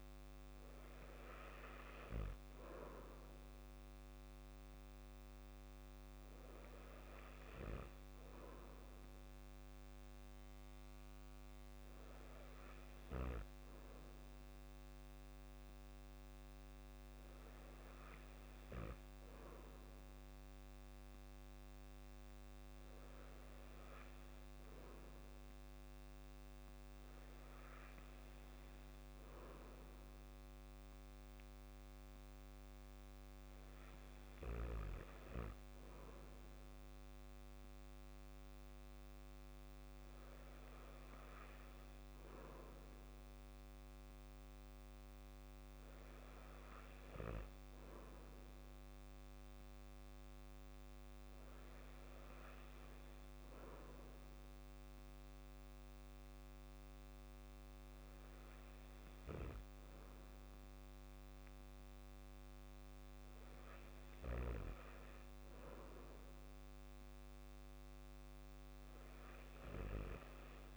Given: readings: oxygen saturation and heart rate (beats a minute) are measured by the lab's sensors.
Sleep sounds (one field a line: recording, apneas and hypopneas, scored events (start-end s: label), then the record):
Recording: breathing in sleep by a microphone on the trachea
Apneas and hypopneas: none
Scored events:
none scored
From the record:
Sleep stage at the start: N2 (light sleep)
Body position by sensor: on the back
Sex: male